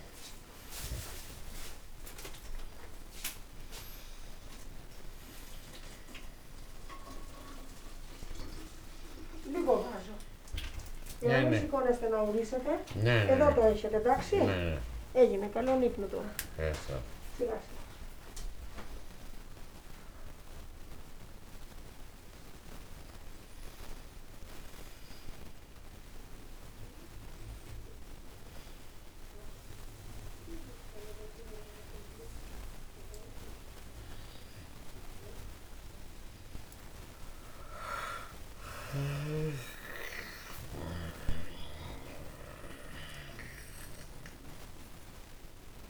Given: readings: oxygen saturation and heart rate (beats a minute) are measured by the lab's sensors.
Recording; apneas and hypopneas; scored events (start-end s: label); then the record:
a person awake in a sleep study, by a room microphone; none
none scored
From the record:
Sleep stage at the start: awake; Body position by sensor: on the back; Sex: male